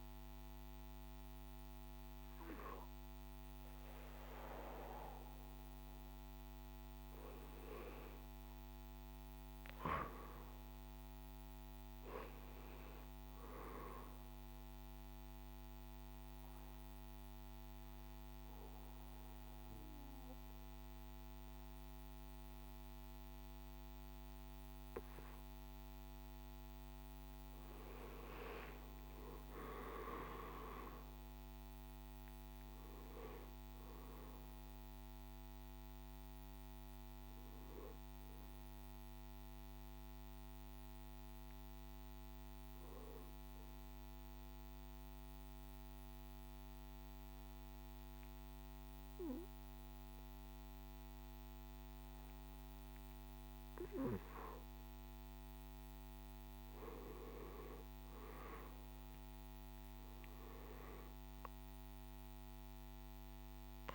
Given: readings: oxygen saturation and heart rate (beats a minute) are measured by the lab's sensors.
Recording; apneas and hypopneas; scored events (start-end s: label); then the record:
breathing in sleep by a microphone on the trachea; 2
14.00-26.00 s: obstructive apnea (oxygen 97% before, 92% lowest, heart rate 66 before, 62 extreme, up 7 after)
29.50-34.00 s: arousal
31.50-46.50 s: drop in pulse transit time (device-marked, heart rate 65 before, 64 extreme)
43.50-55.50 s: mixed apnea (oxygen 96% before, 90% lowest, heart rate 65 before, 53 extreme, up 13 after)
49.50-63.95 s: new sleep stage, N2 (light sleep)
58.50-62.00 s: arousal
From the record:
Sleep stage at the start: N1 (lightest sleep); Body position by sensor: on the back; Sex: male